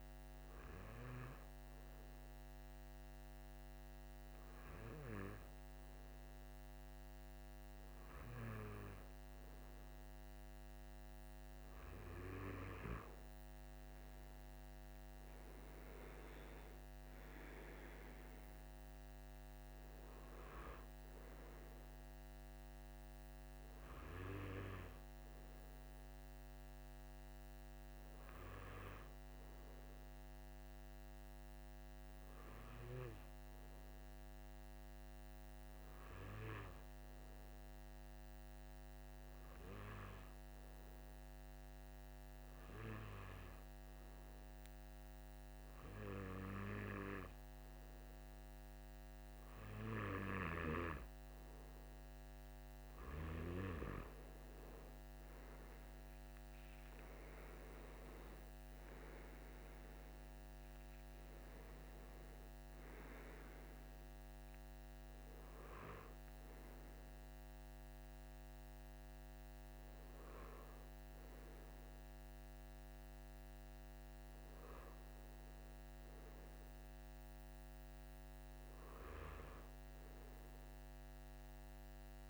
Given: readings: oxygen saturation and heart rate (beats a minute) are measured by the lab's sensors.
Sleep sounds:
breathing in sleep by a microphone on the trachea; none
none scored
From the record:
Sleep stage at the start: N2 (light sleep); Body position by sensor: on the right side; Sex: male

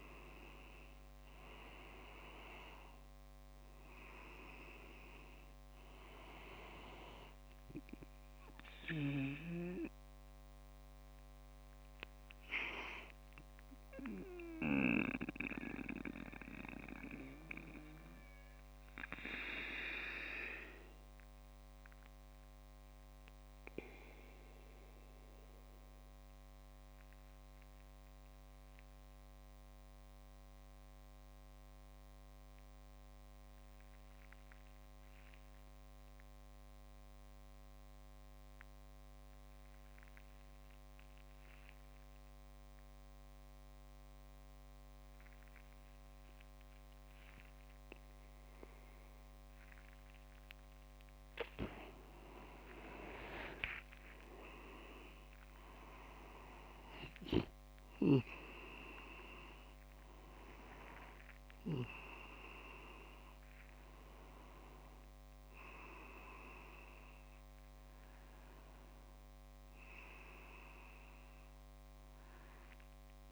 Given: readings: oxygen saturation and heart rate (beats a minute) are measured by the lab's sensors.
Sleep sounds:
breathing in sleep by a microphone on the trachea; 1
0.00-2.50 s: arousal
0.00-13.00 s: oxygen desaturation (device-marked, oxygen 94% lowest)
15.00-51.50 s: obstructive apnea (oxygen 98% before, 92% lowest)
48.00-73.32 s: oxygen desaturation (device-marked, oxygen 99% before, 92% lowest)
53.00-57.00 s: arousal
53.50-56.00 s: leg movement (device-marked)
57.50-67.00 s: leg movement (device-marked)
From the record:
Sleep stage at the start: N2 (light sleep); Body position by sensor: on the back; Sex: male

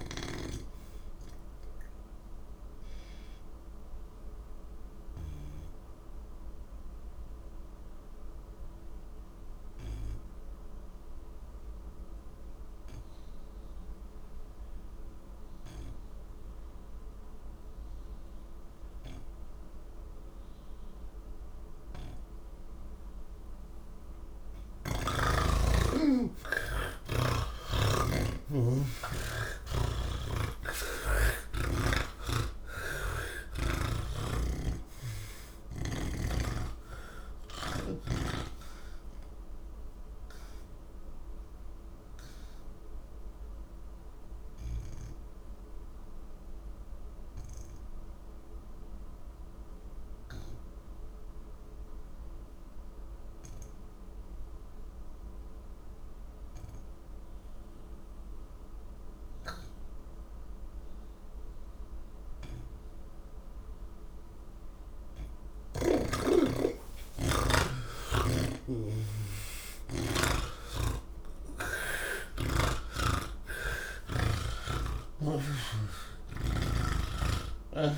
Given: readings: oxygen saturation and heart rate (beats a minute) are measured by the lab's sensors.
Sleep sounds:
breathing in sleep by a room microphone; none
34.00-37.50 s: snoring (device-marked)
From the record:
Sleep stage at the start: N3 (deep sleep); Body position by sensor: on the back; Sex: male

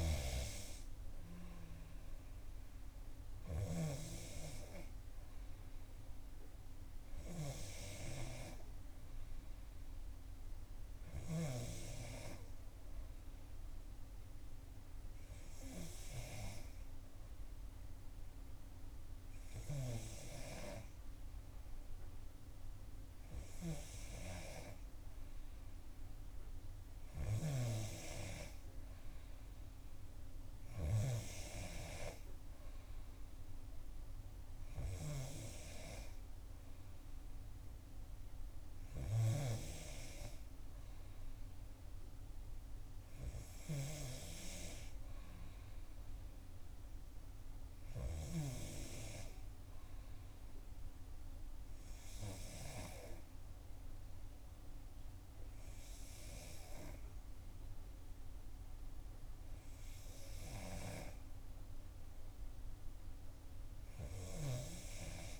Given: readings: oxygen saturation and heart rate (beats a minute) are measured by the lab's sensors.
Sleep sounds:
breathing in sleep by a room microphone; none
none scored
From the record:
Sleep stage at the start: N2 (light sleep); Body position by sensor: on the back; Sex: female

